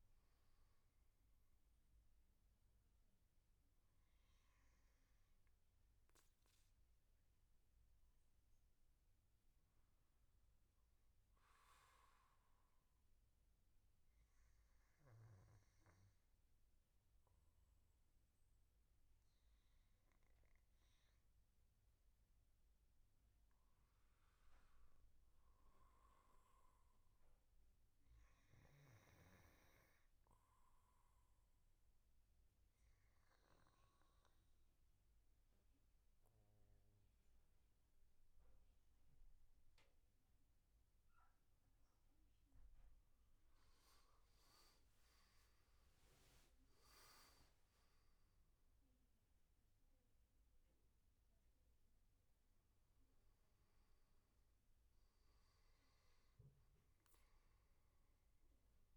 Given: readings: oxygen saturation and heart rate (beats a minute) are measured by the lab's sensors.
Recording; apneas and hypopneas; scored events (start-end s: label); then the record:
breathing in sleep, hard to hear, by a room microphone; 1
21.00-25.50 s: arousal
29.00-42.00 s: obstructive apnea (oxygen 97% before, 89% lowest, heart rate 81 before, 71 extreme, up 12 after)
43.50-47.50 s: arousal
49.00-58.97 s: oxygen desaturation (device-marked, oxygen 96% before, 93% lowest, heart rate 81 before, 71 extreme)
From the record:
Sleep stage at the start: N2 (light sleep); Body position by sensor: on the back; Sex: male